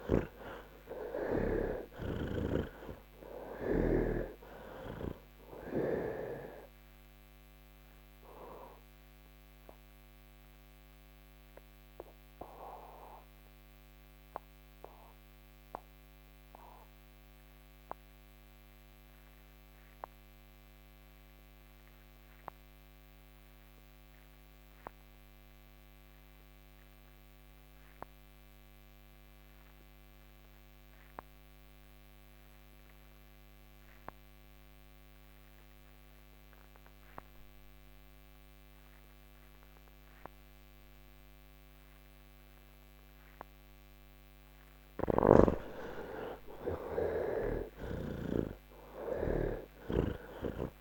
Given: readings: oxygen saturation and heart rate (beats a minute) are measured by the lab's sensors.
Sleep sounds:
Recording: breathing in sleep by a microphone on the trachea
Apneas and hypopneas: 1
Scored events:
0.00-25.00 s: oxygen desaturation (device-marked, oxygen 64% lowest, heart rate 69 extreme)
6.00-44.00 s: mixed apnea (oxygen 89% before, 64% lowest, heart rate 176 before, 69 extreme)
27.00-50.81 s: oxygen desaturation (device-marked, oxygen 97% before, 68% lowest, heart rate 146 before, 58 extreme)
44.50-50.81 s: snoring (device-marked)
From the record:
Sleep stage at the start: N1 (lightest sleep)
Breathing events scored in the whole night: 332 in 5.7 hours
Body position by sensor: on the back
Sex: male

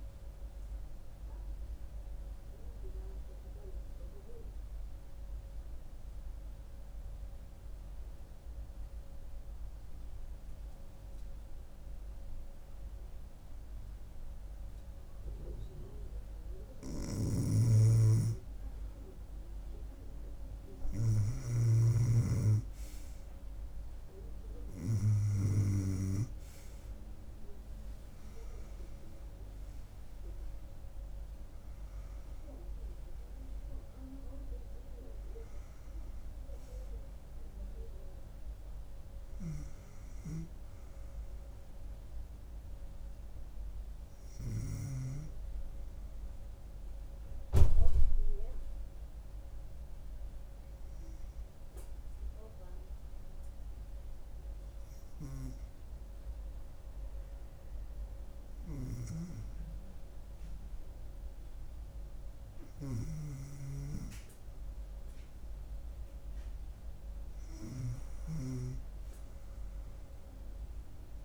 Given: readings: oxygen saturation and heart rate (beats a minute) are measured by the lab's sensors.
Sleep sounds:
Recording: breathing in sleep by a room microphone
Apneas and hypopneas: 2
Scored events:
1.50-17.00 s: obstructive apnea (oxygen 96% before, 92% lowest, heart rate 72 before, 71 extreme, up 4 after)
17.00-21.50 s: snoring (device-marked)
19.50-22.50 s: arousal
21.50-50.50 s: oxygen desaturation (device-marked, oxygen 96% before, 92% lowest, heart rate 72 before, 67 extreme)
46.00-58.00 s: hypopnea (oxygen 96% before, 92% lowest, heart rate 78 before, 68 extreme, up 2 after)
59.50-63.50 s: arousal
From the record:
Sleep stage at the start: N2 (light sleep)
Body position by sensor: on the back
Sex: female

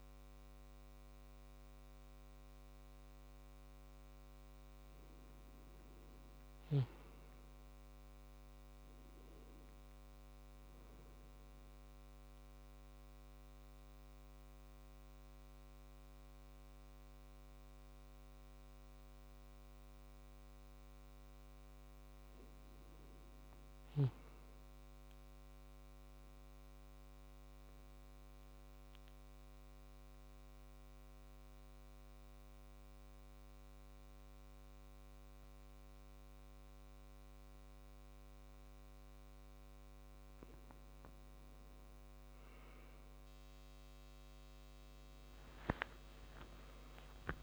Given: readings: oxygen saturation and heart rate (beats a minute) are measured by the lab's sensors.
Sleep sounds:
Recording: breathing in sleep, hard to hear, by a microphone on the trachea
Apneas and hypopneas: 2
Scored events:
5.00-9.00 s: arousal
6.50-28.50 s: oxygen desaturation (device-marked, oxygen 98% before, 94% lowest, heart rate 70 before, 64 extreme)
11.50-21.50 s: central apnea (oxygen 99% before, 90% lowest, heart rate 69 before, 65 extreme, up 6 after)
23.00-25.50 s: arousal
28.00-40.50 s: central apnea (oxygen 98% before, 90% lowest, heart rate 68 before, 67 extreme, up 4 after)
46.00-47.43 s: arousal
From the record:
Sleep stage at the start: N2 (light sleep)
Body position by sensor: on the back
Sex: male

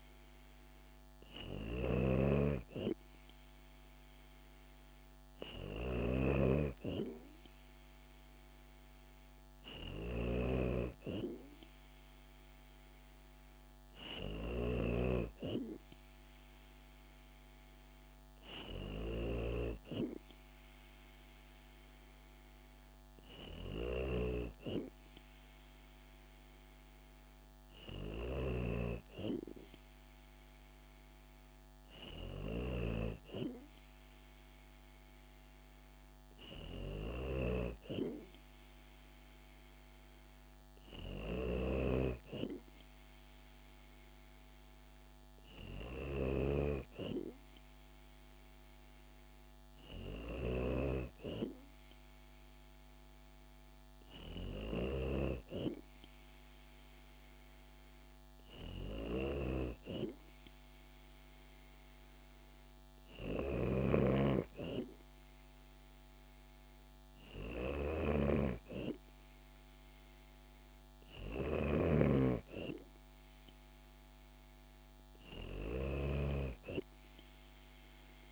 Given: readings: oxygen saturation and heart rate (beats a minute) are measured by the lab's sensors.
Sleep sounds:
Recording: breathing in sleep by a microphone on the trachea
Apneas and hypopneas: none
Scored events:
0.00-14.50 s: snoring (device-marked)
23.00-28.00 s: snoring (device-marked)
From the record:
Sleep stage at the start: N2 (light sleep)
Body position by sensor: on the back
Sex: female

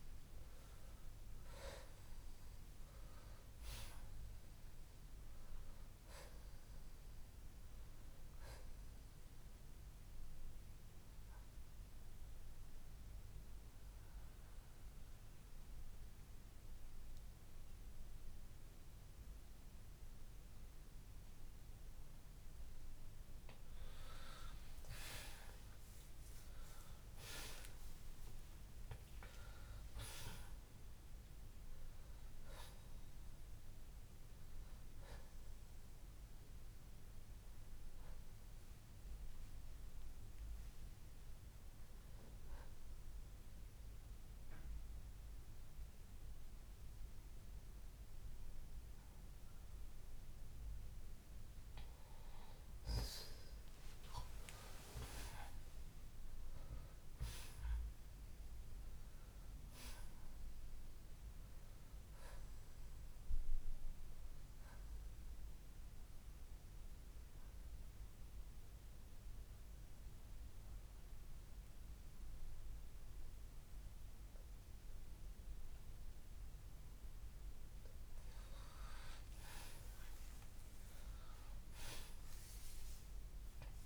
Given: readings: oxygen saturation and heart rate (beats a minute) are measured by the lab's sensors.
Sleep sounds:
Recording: breathing in sleep by a room microphone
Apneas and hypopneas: 3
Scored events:
0.00-3.00 s: arousal
11.50-22.50 s: central apnea (oxygen 93% before, 81% lowest, heart rate 63 before, 55 extreme, up 24 after)
15.00-26.00 s: oxygen desaturation (device-marked, oxygen 93% before, 81% lowest, heart rate 64 before, 56 extreme)
28.00-32.00 s: arousal
34.00-52.00 s: oxygen desaturation (device-marked, oxygen 96% before, 83% lowest, heart rate 66 before, 58 extreme)
40.50-51.00 s: mixed apnea (oxygen 96% before, 83% lowest, heart rate 69 before, 58 extreme, up 9 after)
54.00-58.50 s: arousal
66.50-77.50 s: central apnea (oxygen 95% before, 83% lowest, heart rate 64 before, 54 extreme, up 6 after)
68.00-83.86 s: oxygen desaturation (device-marked, oxygen 94% before, 87% lowest, heart rate 64 before, 53 extreme)
81.00-83.86 s: arousal
From the record:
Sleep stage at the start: N2 (light sleep)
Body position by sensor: on the left side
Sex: male

